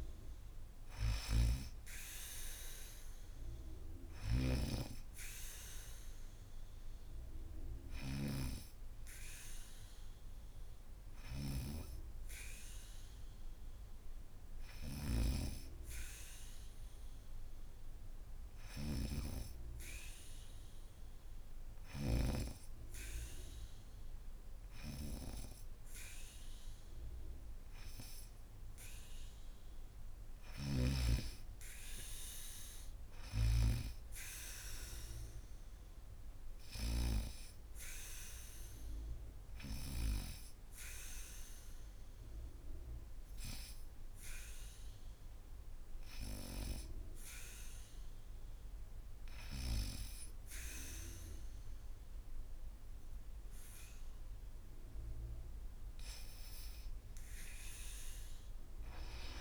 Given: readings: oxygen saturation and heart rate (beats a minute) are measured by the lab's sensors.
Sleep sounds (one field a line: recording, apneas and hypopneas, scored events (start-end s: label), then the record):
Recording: breathing in sleep by a room microphone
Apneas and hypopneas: 2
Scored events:
0.00-10.50 s: oxygen desaturation (device-marked, oxygen 92% lowest, heart rate 78 extreme)
0.50-22.00 s: snoring (device-marked)
6.00-27.00 s: hypopnea (oxygen 95% before, 88% lowest, heart rate 76 before, 77 extreme, up 2 after)
16.50-22.50 s: oxygen desaturation (device-marked, oxygen 95% before, 88% lowest, heart rate 80 before, 78 extreme)
28.50-32.00 s: arousal
32.50-36.50 s: snoring (device-marked)
39.00-54.00 s: hypopnea (oxygen 100% before, 91% lowest, heart rate 80 before, 77 extreme, up 4 after)
39.50-48.50 s: oxygen desaturation (device-marked, oxygen 99% before, 94% lowest, heart rate 80 before, 77 extreme)
57.00-59.41 s: arousal
From the record:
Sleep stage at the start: N2 (light sleep)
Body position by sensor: on the back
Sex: female